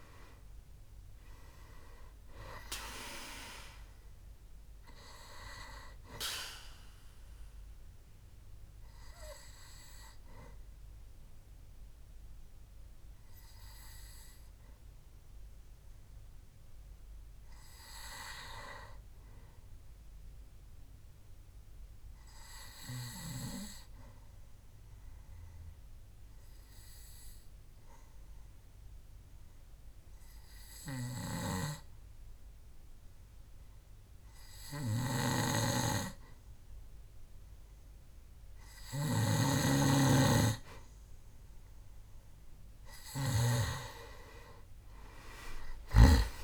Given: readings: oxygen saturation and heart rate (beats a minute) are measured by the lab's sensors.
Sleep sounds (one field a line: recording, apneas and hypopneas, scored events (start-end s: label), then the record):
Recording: breathing in sleep by a room microphone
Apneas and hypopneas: 1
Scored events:
0.00-21.00 s: oxygen desaturation (device-marked, oxygen 89% lowest, heart rate 58 extreme)
9.00-40.50 s: hypopnea (oxygen 98% before, 89% lowest, heart rate 72 before, 58 extreme, up 7 after)
39.50-44.00 s: snoring (device-marked)
42.00-46.44 s: oxygen desaturation (device-marked, oxygen 98% before, 89% lowest, heart rate 63 before, 63 extreme)
From the record:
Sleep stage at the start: N2 (light sleep)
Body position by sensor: on the back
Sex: male